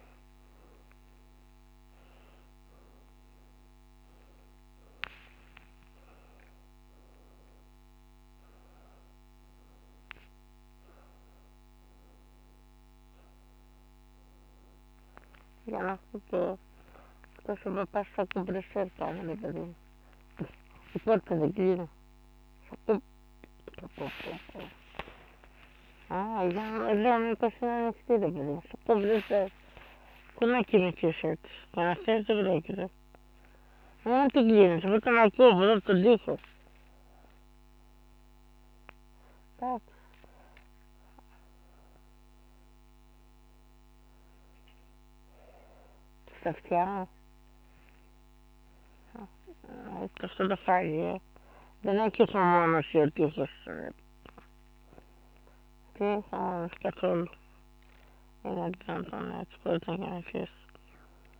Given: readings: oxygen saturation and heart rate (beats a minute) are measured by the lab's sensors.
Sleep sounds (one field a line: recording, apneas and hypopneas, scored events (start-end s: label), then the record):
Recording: a person awake in a sleep study, by a microphone on the trachea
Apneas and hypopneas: none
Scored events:
30.50-35.00 s: snoring (device-marked)
46.50-50.50 s: snoring (device-marked)
52.50-60.00 s: snoring (device-marked)
From the record:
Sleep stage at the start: awake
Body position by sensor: on the back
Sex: female